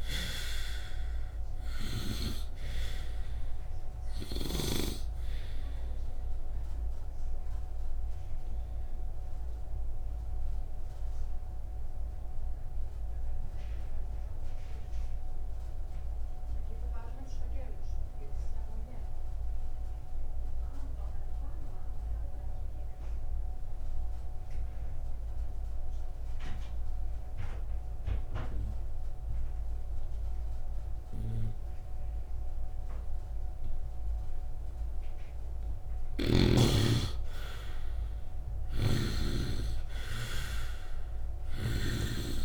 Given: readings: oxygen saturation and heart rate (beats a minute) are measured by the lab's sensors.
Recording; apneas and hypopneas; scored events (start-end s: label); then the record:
breathing in sleep by a room microphone; 1
0.00-28.00 s: oxygen desaturation (device-marked, oxygen 73% lowest, heart rate 52 extreme)
7.50-35.00 s: obstructive apnea (oxygen 97% before, 73% lowest, heart rate 58 before, 58 extreme, up 0 after)
36.00-39.50 s: snoring (device-marked)
36.50-41.50 s: arousal
From the record:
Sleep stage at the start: N2 (light sleep); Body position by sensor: upright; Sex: male